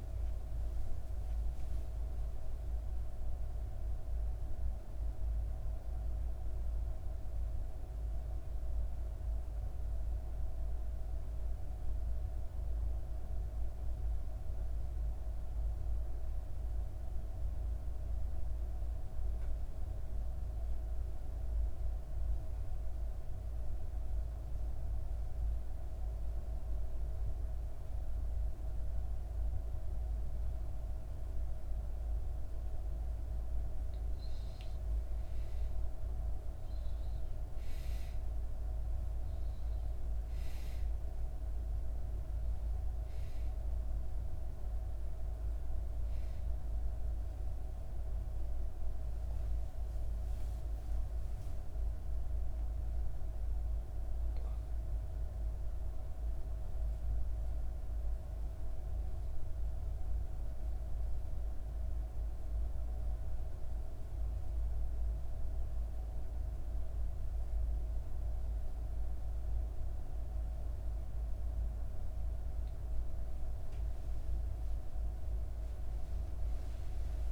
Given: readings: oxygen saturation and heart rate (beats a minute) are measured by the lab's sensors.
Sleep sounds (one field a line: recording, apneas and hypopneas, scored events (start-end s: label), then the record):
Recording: breathing in sleep, hard to hear, by a room microphone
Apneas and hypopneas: 2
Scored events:
0.50-4.00 s: arousal
5.50-33.50 s: mixed apnea (oxygen 99% before, 89% lowest, heart rate 67 before, 60 extreme, up 5 after)
10.00-77.32 s: new sleep stage, N2 (light sleep)
22.00-56.00 s: oxygen desaturation (device-marked, oxygen 98% before, 89% lowest, heart rate 65 before, 59 extreme)
35.50-38.50 s: arousal
59.50-72.50 s: obstructive apnea (oxygen 97% before, 92% lowest, heart rate 64 before, 59 extreme, up 7 after)
74.00-77.32 s: oxygen desaturation (device-marked, oxygen 98% before, 92% lowest, heart rate 61 before, 62 extreme)
75.00-77.32 s: arousal
From the record:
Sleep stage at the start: N1 (lightest sleep)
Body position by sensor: on the back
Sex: female